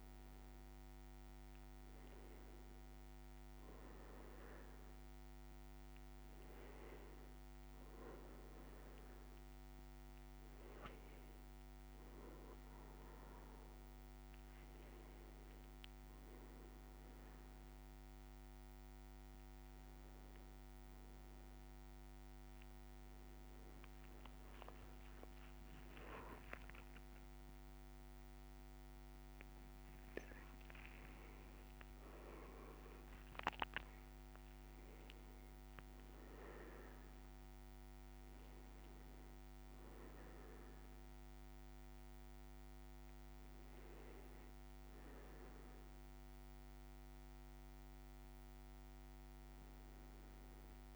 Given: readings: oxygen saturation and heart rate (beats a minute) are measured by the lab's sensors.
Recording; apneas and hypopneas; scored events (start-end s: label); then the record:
breathing in sleep, hard to hear, by a microphone on the trachea; none
23.00-31.00 s: leg movement (device-marked)
25.50-30.00 s: arousal
From the record:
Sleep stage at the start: N1 (lightest sleep); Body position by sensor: on the back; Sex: male